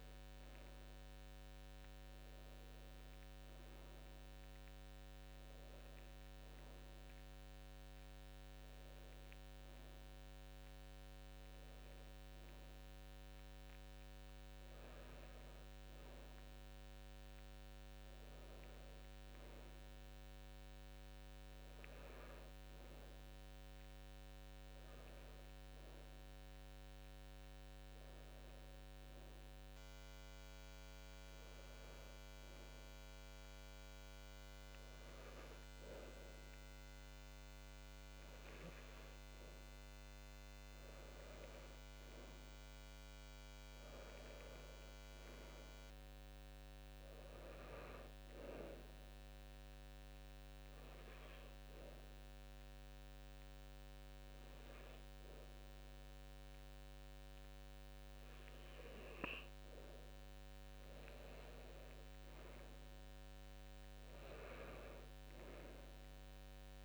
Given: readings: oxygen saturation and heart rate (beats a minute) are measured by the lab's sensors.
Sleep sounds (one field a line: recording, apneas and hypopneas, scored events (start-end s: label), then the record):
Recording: breathing in sleep, hard to hear, by a microphone on the trachea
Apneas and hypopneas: 1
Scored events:
42.00-66.85 s: new sleep stage, N2 (light sleep)
47.00-65.00 s: oxygen desaturation (device-marked, oxygen 96% before, 93% lowest, heart rate 67 before, 49 extreme)
49.00-59.00 s: hypopnea (oxygen 99% before, 92% lowest, heart rate 66 before, 49 extreme, up 13 after)
61.50-65.50 s: arousal
From the record:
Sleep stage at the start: N1 (lightest sleep)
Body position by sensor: on the back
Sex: male